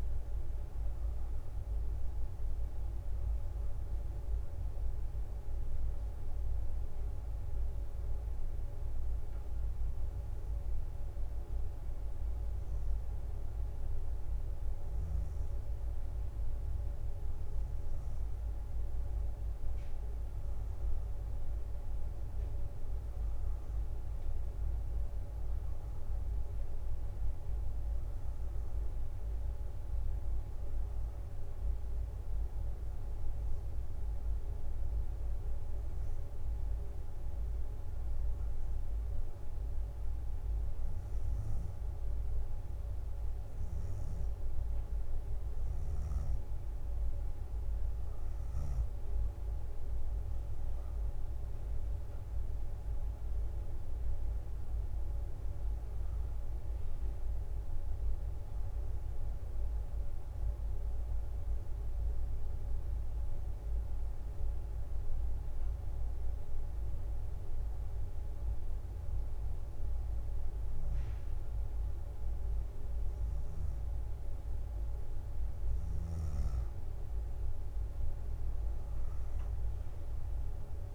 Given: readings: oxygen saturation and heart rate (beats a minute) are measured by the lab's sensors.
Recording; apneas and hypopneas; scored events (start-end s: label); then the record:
breathing in sleep, hard to hear, by a room microphone; 3
0.00-3.50 s: arousal
7.00-9.00 s: bradycardia (device-marked, heart rate 64 before, 63 extreme)
7.50-18.00 s: hypopnea (oxygen 90% before, 89% lowest, heart rate 63 before, 58 extreme, up 6 after)
20.00-24.00 s: arousal
33.00-35.00 s: bradycardia (device-marked, heart rate 64 before, 63 extreme)
36.50-46.50 s: obstructive apnea (oxygen 91% before, 89% lowest, heart rate 62 before, 60 extreme, up 7 after)
46.00-57.00 s: drop in pulse transit time (device-marked, heart rate 62 before, 61 extreme)
50.50-54.50 s: arousal
63.00-65.00 s: leg movement (device-marked)
64.50-75.50 s: obstructive apnea (oxygen 92% before, 89% lowest, heart rate 64 before, 58 extreme, up 8 after)
71.00-80.94 s: drop in pulse transit time (device-marked, heart rate 63 before, 58 extreme)
74.00-76.00 s: bradycardia (device-marked, heart rate 63 before, 62 extreme)
78.00-80.94 s: arousal
78.50-79.50 s: leg movement (device-marked)
From the record:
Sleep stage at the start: N2 (light sleep); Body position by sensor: on the back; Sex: female